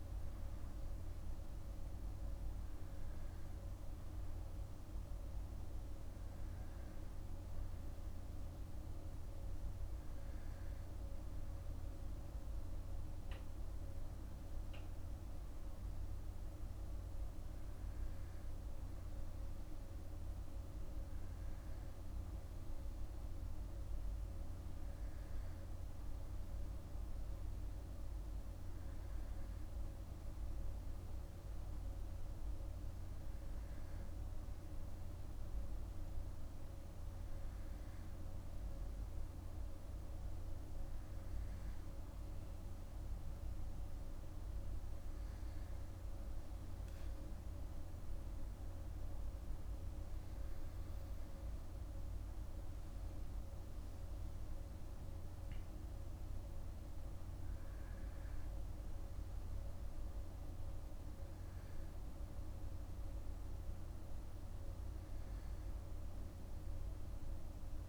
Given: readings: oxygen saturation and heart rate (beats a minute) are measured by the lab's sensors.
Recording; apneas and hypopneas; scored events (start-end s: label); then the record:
breathing in sleep, hard to hear, by a room microphone; none
none scored
From the record:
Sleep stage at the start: N2 (light sleep); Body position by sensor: on the back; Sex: male